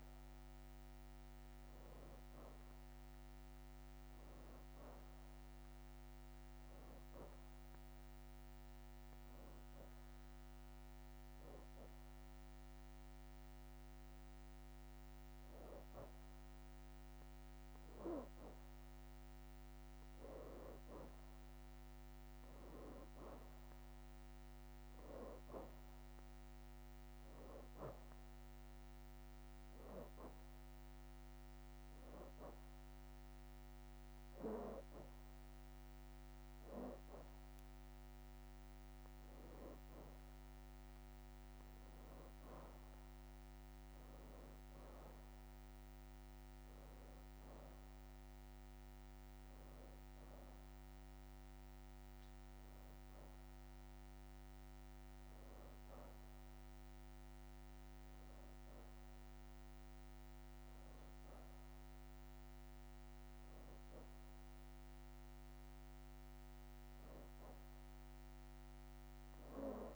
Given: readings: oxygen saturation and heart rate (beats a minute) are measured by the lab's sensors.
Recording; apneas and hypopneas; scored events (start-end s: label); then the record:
breathing in sleep by a microphone on the trachea; 2
1.00-4.00 s: leg movement (device-marked)
8.50-19.50 s: hypopnea (oxygen 93% before, 87% lowest, heart rate 84 before, 80 extreme, up 5 after)
21.00-24.00 s: arousal
21.50-24.00 s: leg movement (device-marked)
26.50-36.50 s: oxygen desaturation (device-marked, oxygen 92% before, 87% lowest, heart rate 84 before, 80 extreme)
28.00-39.00 s: hypopnea (oxygen 92% before, 87% lowest, heart rate 84 before, 80 extreme, up 7 after)
40.50-44.00 s: arousal
40.50-44.00 s: leg movement (device-marked)
44.50-62.50 s: oxygen desaturation (device-marked, oxygen 93% before, 87% lowest, heart rate 83 before, 82 extreme)
53.50-55.00 s: leg movement (device-marked)
From the record:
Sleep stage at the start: N2 (light sleep); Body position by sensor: on the back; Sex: female